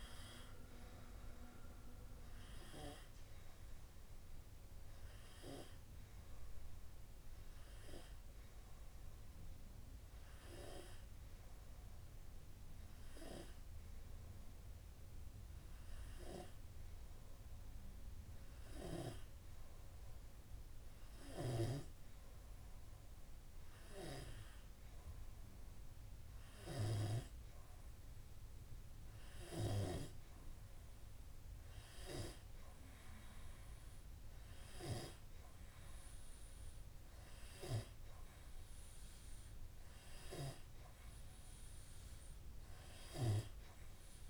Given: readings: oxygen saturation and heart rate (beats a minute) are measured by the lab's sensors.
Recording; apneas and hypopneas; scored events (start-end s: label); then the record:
breathing in sleep by a room microphone; 1
2.50-38.00 s: hypopnea (oxygen 98% before, 95% lowest)
41.00-44.00 s: arousal
From the record:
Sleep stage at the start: N2 (light sleep); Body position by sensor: on the back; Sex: male